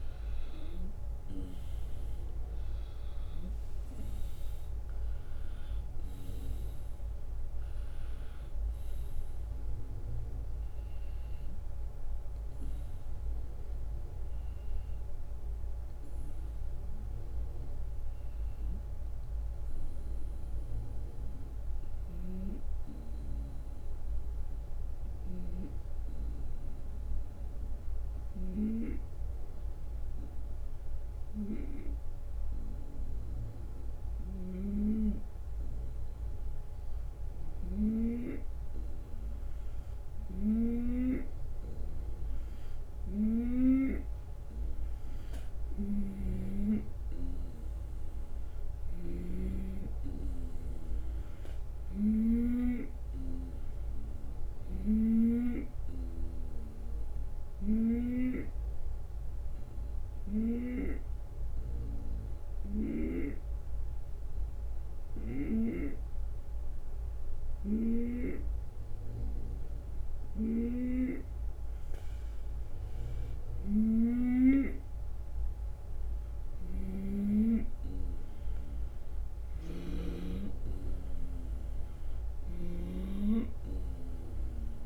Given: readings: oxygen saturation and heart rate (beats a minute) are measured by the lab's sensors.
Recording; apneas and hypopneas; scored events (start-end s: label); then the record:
breathing in sleep by a room microphone; 2
2.50-7.50 s: arousal
21.00-37.50 s: hypopnea (oxygen 95% before, 92% lowest)
30.00-32.00 s: long interval between heartbeats (device-marked)
37.50-41.00 s: snoring (device-marked)
42.00-45.50 s: arousal
57.50-71.00 s: hypopnea (oxygen 96% before, 91% lowest)
65.50-67.50 s: long interval between heartbeats (device-marked)
74.00-78.50 s: arousal
74.00-80.00 s: snoring (device-marked)
75.50-77.50 s: long interval between heartbeats (device-marked)
82.00-84.86 s: drop in pulse transit time (device-marked)
From the record:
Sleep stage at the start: N2 (light sleep); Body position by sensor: on the right side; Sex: male